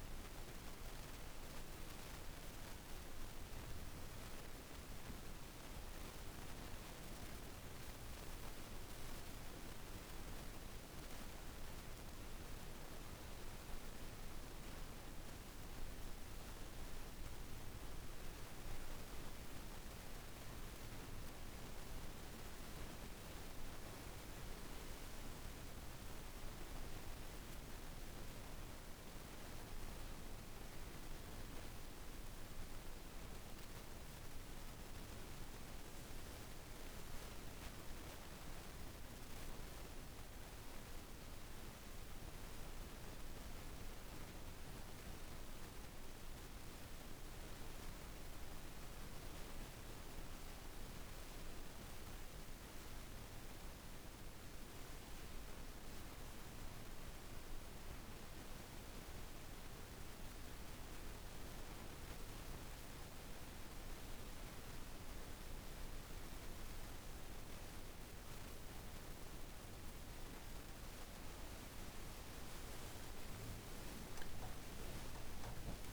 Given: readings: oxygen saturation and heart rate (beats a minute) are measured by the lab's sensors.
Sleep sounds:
breathing in sleep, hard to hear, by a room microphone; 2
5.00-8.00 s: arousal
10.50-22.50 s: hypopnea (oxygen 98% before, 94% lowest, heart rate 62 before, 51 extreme, up 2 after)
25.00-30.00 s: arousal
28.50-53.50 s: oxygen desaturation (device-marked, oxygen 98% before, 94% lowest, heart rate 52 before, 52 extreme)
45.00-57.00 s: hypopnea (oxygen 98% before, 94% lowest, heart rate 55 before, 52 extreme, up 1 after)
46.50-75.93 s: new sleep stage, N1 (lightest sleep)
70.50-75.93 s: arousal
From the record:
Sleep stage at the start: N2 (light sleep); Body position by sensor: on the back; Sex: female

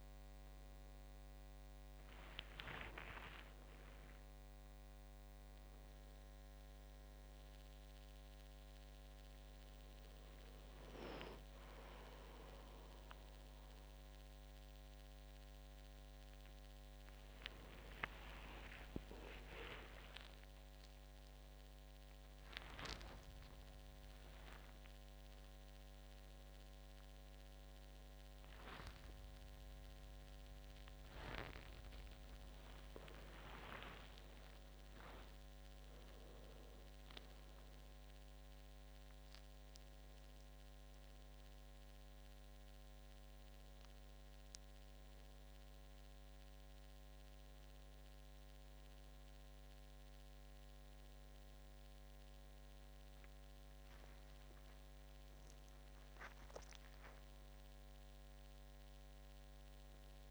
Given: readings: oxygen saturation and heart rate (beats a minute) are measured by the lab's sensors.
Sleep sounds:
a person partly awake in a sleep study, by a microphone on the trachea; none
11.00-41.00 s: new sleep stage, awake
41.00-60.31 s: new sleep stage, N2 (light sleep)
From the record:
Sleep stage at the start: N2 (light sleep); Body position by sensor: on the back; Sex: male

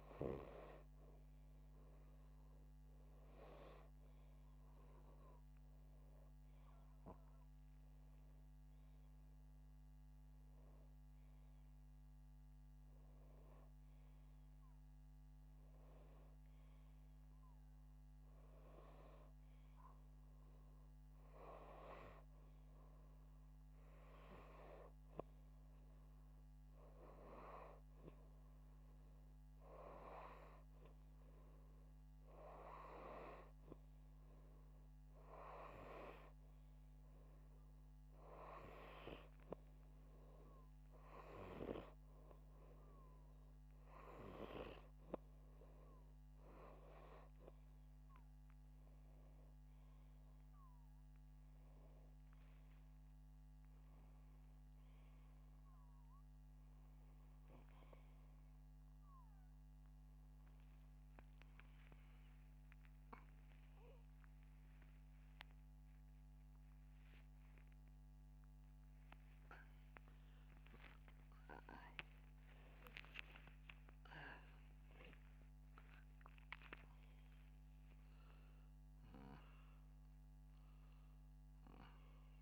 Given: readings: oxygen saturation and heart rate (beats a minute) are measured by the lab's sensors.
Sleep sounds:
a person partly awake in a sleep study, by a microphone on the trachea; none
55.00-82.42 s: new sleep stage, awake
From the record:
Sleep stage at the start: N2 (light sleep); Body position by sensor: upright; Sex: male

